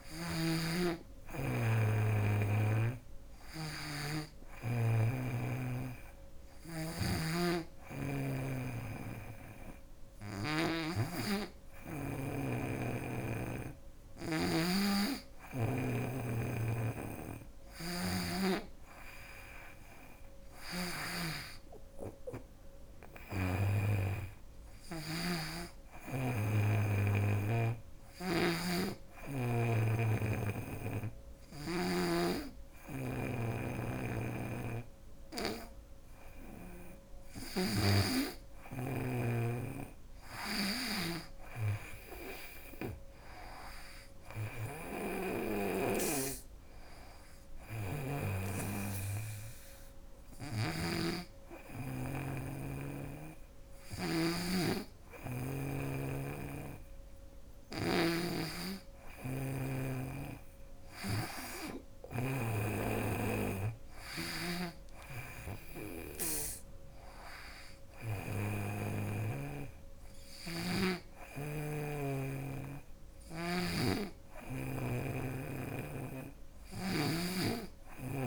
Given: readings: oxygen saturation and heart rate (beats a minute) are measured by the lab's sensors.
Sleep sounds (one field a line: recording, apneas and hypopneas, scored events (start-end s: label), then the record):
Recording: breathing in sleep by a room microphone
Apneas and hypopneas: none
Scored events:
0.00-3.00 s: snoring (device-marked)
27.50-31.50 s: snoring (device-marked)
33.50-53.50 s: snoring (device-marked)
55.50-59.00 s: snoring (device-marked)
63.50-68.00 s: snoring (device-marked)
From the record:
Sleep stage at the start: N2 (light sleep)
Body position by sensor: on the right side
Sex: female